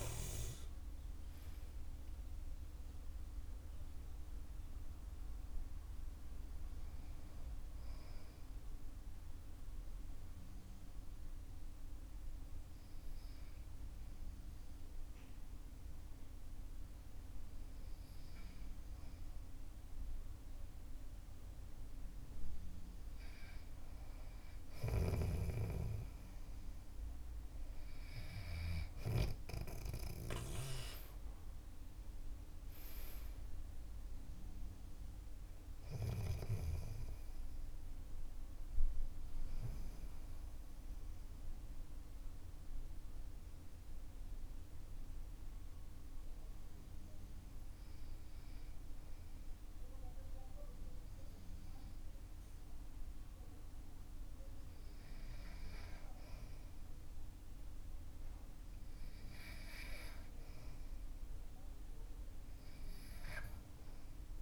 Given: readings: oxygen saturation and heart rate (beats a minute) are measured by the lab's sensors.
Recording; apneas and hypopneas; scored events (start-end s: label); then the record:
breathing in sleep by a room microphone; 2
9.00-22.50 s: hypopnea (oxygen 94% before, 92% lowest, heart rate 53 before, 46 extreme, up 9 after)
21.50-27.50 s: oxygen desaturation (device-marked, oxygen 97% before, 92% lowest, heart rate 50 before, 47 extreme)
22.50-64.42 s: new sleep stage, N2 (light sleep)
25.00-29.50 s: snoring (device-marked)
28.50-33.50 s: arousal
40.00-56.00 s: mixed apnea (oxygen 97% before, 91% lowest, heart rate 54 before, 48 extreme, up 7 after)
53.50-63.50 s: oxygen desaturation (device-marked, oxygen 97% before, 94% lowest, heart rate 51 before, 49 extreme)
From the record:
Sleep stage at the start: REM sleep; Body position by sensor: on the back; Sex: male